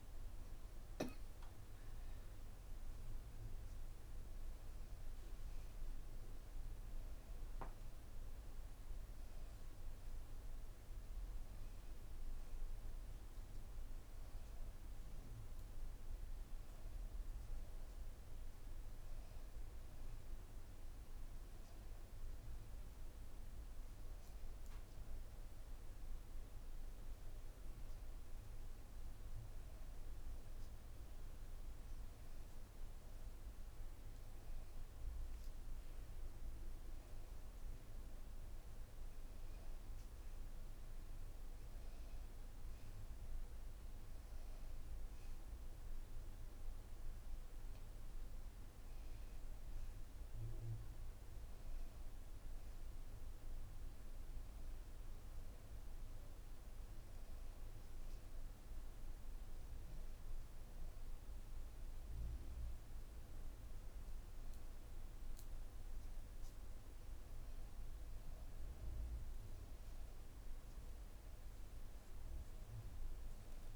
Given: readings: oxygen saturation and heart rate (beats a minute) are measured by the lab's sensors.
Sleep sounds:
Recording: breathing in sleep, hard to hear, by a room microphone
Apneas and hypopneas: none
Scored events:
46.00-50.50 s: arousal
From the record:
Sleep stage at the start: N1 (lightest sleep)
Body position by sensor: on the back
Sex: female

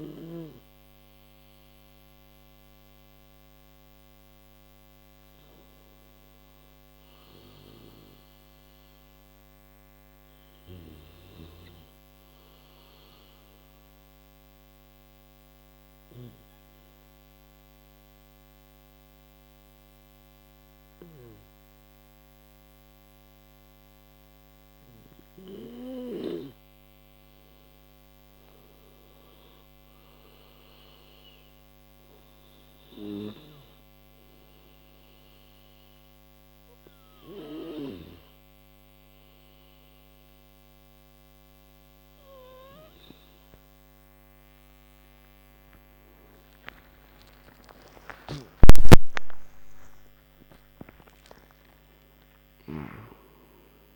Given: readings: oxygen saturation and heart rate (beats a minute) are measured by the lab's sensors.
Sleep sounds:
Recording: breathing in sleep by a microphone on the trachea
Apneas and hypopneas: 2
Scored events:
6.50-10.00 s: arousal
13.50-28.00 s: obstructive apnea (oxygen 94% before, 89% lowest, heart rate 63 before, 50 extreme, up 19 after)
29.50-32.50 s: arousal
32.50-50.50 s: oxygen desaturation (device-marked, oxygen 95% before, 89% lowest)
34.50-45.00 s: obstructive apnea (oxygen 95% before, 89% lowest)
44.50-51.50 s: tachycardia (device-marked, heart rate 60 before, 113 extreme)
46.50-52.00 s: arousal
52.50-53.96 s: tachycardia (device-marked, heart rate 60 before, 116 extreme)
From the record:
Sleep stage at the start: N2 (light sleep)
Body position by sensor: on the right side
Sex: male

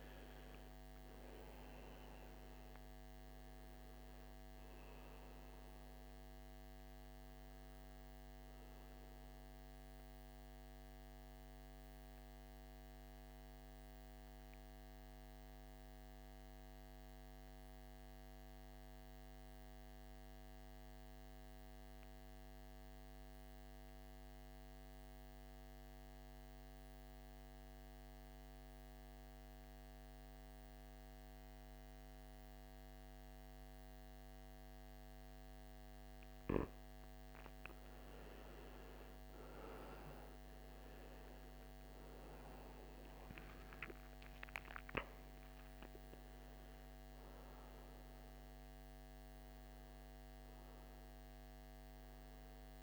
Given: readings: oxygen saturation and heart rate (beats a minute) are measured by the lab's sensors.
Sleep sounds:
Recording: breathing in sleep, hard to hear, by a microphone on the trachea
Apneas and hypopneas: 1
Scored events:
0.00-21.50 s: oxygen desaturation (device-marked, oxygen 87% lowest, heart rate 54 extreme)
15.00-36.50 s: mixed apnea (oxygen 98% before, 85% lowest, heart rate 64 before, 54 extreme, up 14 after)
34.50-52.83 s: oxygen desaturation (device-marked, oxygen 99% before, 85% lowest, heart rate 56 before, 51 extreme)
40.50-45.50 s: arousal
From the record:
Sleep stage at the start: N2 (light sleep)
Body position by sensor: on the back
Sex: male

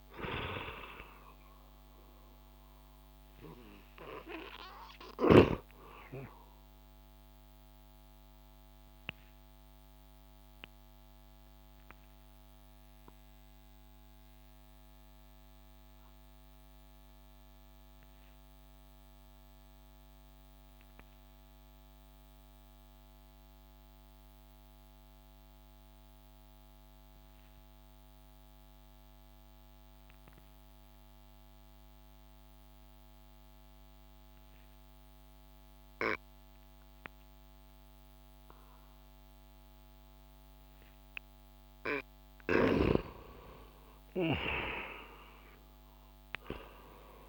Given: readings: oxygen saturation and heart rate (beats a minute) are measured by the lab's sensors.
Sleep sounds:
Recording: breathing in sleep by a microphone on the trachea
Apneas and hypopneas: 1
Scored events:
0.00-26.00 s: oxygen desaturation (device-marked, oxygen 88% lowest)
7.00-41.50 s: obstructive apnea (oxygen 97% before, 88% lowest)
43.00-46.50 s: arousal
From the record:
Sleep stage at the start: N2 (light sleep)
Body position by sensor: on the back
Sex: male

